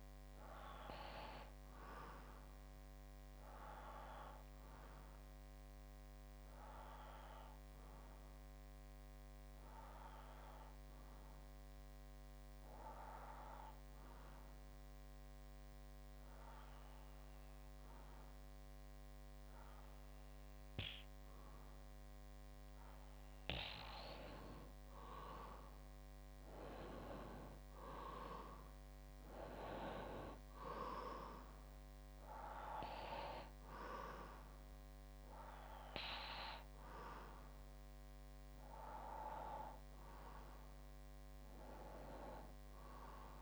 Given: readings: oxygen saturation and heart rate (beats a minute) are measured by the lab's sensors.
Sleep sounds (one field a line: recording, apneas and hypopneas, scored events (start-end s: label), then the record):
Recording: breathing in sleep by a microphone on the trachea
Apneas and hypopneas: 1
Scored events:
0.00-2.50 s: bradycardia (device-marked, heart rate 59 extreme)
5.00-22.00 s: obstructive apnea (oxygen 95% before, 92% lowest, heart rate 62 before, 60 extreme, up 5 after)
12.50-24.50 s: oxygen desaturation (device-marked, oxygen 95% before, 92% lowest, heart rate 62 before, 60 extreme)
24.50-29.00 s: arousal
From the record:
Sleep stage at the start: N2 (light sleep)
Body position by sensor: on the back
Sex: male